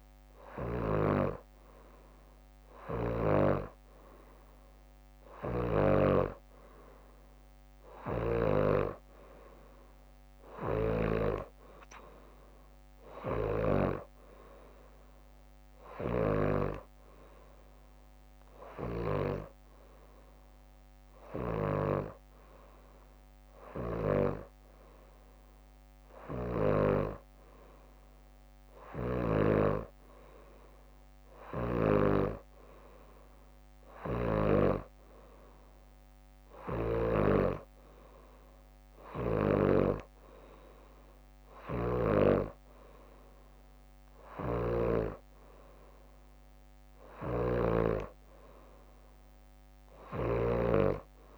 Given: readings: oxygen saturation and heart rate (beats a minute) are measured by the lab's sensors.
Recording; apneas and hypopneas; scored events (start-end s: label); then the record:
breathing in sleep by a microphone on the trachea; none
0.00-1.00 s: snoring (device-marked)
10.00-18.00 s: leg movement (device-marked)
13.00-16.50 s: snoring (device-marked)
33.50-37.00 s: snoring (device-marked)
44.00-50.50 s: snoring (device-marked)
From the record:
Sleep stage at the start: N2 (light sleep); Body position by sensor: upright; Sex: female